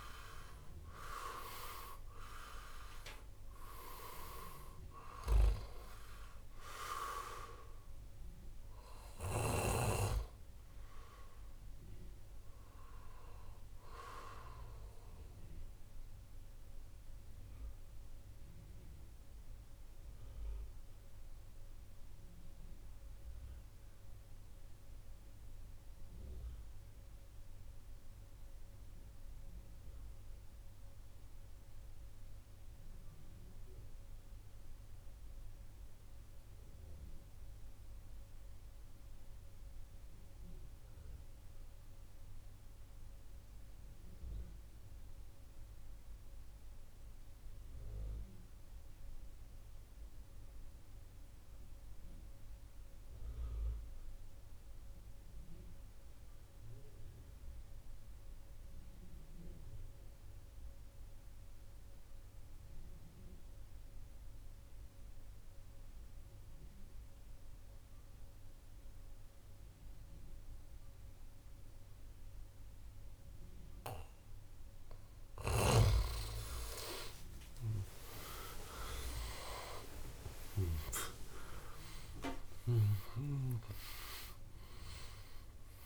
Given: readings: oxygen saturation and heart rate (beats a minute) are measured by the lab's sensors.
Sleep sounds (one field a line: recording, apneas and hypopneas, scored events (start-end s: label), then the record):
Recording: breathing in sleep by a room microphone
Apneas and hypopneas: 1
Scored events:
0.00-26.00 s: oxygen desaturation (device-marked, oxygen 83% lowest, heart rate 59 extreme)
11.00-85.86 s: new sleep stage, N2 (light sleep)
15.00-75.00 s: mixed apnea (oxygen 93% before, 79% lowest, heart rate 65 before, 60 extreme, up 55 after)
48.00-85.86 s: oxygen desaturation (device-marked, oxygen 98% before, 79% lowest, heart rate 66 before, 60 extreme)
77.50-83.00 s: arousal
From the record:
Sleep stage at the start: N3 (deep sleep)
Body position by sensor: on the back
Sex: male